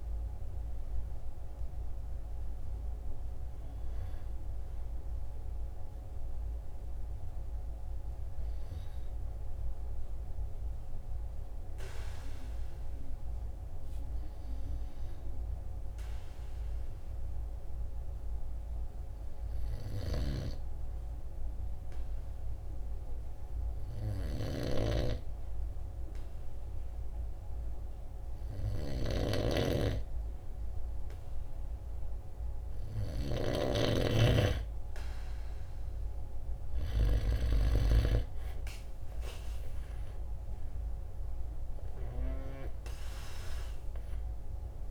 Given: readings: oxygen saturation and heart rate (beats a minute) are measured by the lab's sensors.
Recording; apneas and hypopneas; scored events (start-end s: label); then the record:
breathing in sleep by a room microphone; 1
17.00-34.00 s: obstructive apnea (oxygen 96% before, 94% lowest, heart rate 51 before, 47 extreme, up 4 after)
34.00-37.50 s: snoring (device-marked)
36.00-40.00 s: arousal
From the record:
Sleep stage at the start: N2 (light sleep); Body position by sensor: on the right side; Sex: male